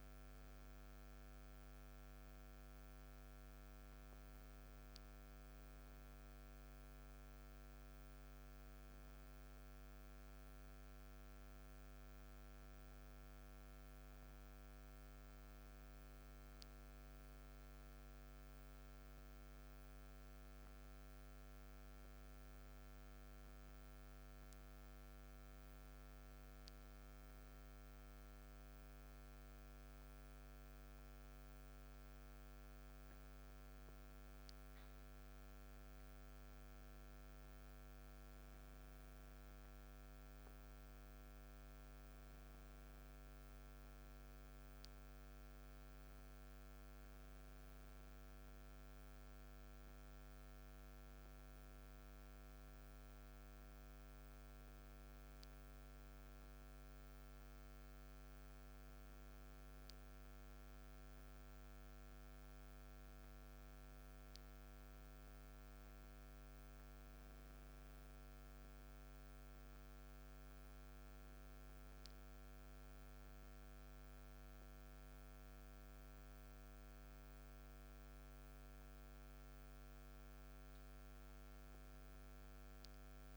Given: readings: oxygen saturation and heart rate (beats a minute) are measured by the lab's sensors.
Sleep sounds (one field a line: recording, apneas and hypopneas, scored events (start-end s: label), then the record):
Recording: a person awake in a sleep study, hard to hear, by a microphone on the trachea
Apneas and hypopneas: none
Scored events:
65.50-83.37 s: new sleep stage, N1 (lightest sleep)
From the record:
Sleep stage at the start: awake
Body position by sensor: on the back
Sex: male